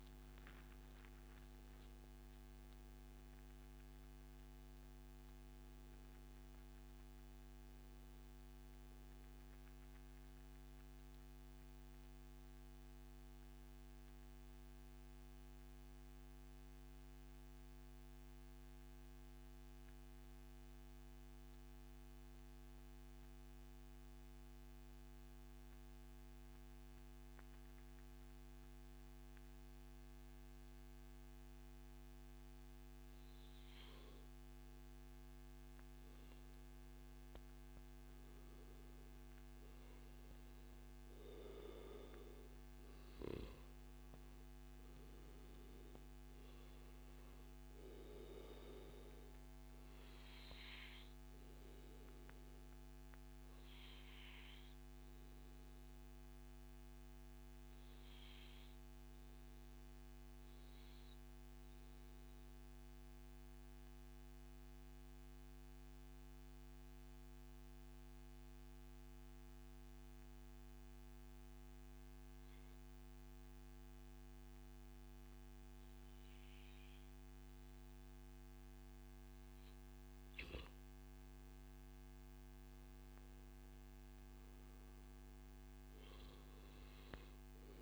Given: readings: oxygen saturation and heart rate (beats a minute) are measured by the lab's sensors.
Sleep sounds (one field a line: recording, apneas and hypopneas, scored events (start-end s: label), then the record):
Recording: breathing in sleep, hard to hear, by a microphone on the trachea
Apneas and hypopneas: 2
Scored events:
0.00-28.00 s: oxygen desaturation (device-marked, oxygen 91% lowest, heart rate 113 extreme)
11.00-35.00 s: central apnea (oxygen 97% before, 91% lowest, heart rate 141 before, 113 extreme, up 0 after)
38.00-40.00 s: long interval between heartbeats (device-marked, heart rate 144 before, 132 extreme)
39.00-43.50 s: arousal
42.00-66.00 s: oxygen desaturation (device-marked, oxygen 97% before, 94% lowest, heart rate 140 before, 123 extreme)
49.00-78.00 s: obstructive apnea (oxygen 98% before, 94% lowest, heart rate 134 before, 104 extreme, up 0 after)
81.50-86.00 s: arousal
From the record:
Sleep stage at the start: N2 (light sleep)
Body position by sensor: on the back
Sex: male